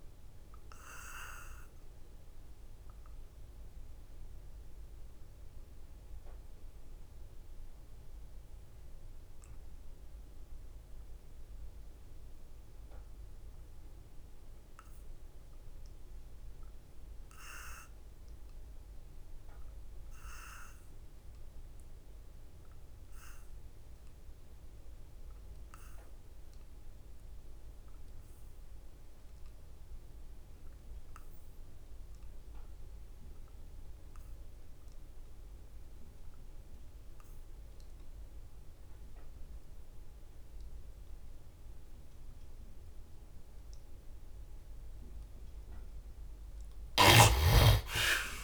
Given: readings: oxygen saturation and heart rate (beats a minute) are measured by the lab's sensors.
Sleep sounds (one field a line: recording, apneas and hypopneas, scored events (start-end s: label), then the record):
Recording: breathing in sleep by a room microphone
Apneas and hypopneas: 1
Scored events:
0.00-17.50 s: oxygen desaturation (device-marked, oxygen 52% lowest, heart rate 63 extreme)
2.50-42.50 s: obstructive apnea (oxygen 88% before, 51% lowest, heart rate 83 before, 63 extreme, up 9 after)
19.50-32.50 s: oxygen desaturation (device-marked, oxygen 97% before, 79% lowest, heart rate 71 before, 67 extreme)
34.50-48.44 s: oxygen desaturation (device-marked, oxygen 83% before, 57% lowest, heart rate 67 before, 63 extreme)
46.50-48.44 s: snoring (device-marked)
From the record:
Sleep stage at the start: N2 (light sleep)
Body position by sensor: on the back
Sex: male